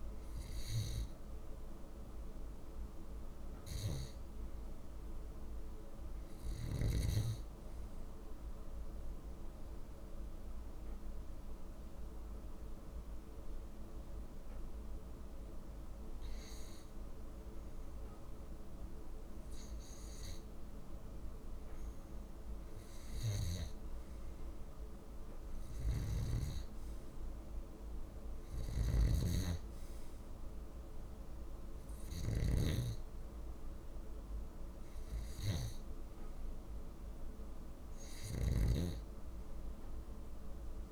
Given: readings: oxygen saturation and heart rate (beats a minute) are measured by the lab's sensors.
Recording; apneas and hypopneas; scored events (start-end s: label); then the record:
breathing in sleep by a room microphone; 1
0.00-9.00 s: oxygen desaturation (device-marked, oxygen 91% lowest, heart rate 52 extreme)
10.00-22.00 s: hypopnea (oxygen 95% before, 93% lowest, heart rate 53 before, 53 extreme, up 0 after)
17.00-40.92 s: new sleep stage, REM sleep
24.50-29.50 s: arousal
25.50-40.92 s: snoring (device-marked)
From the record:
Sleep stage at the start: N2 (light sleep); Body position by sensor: on the left side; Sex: male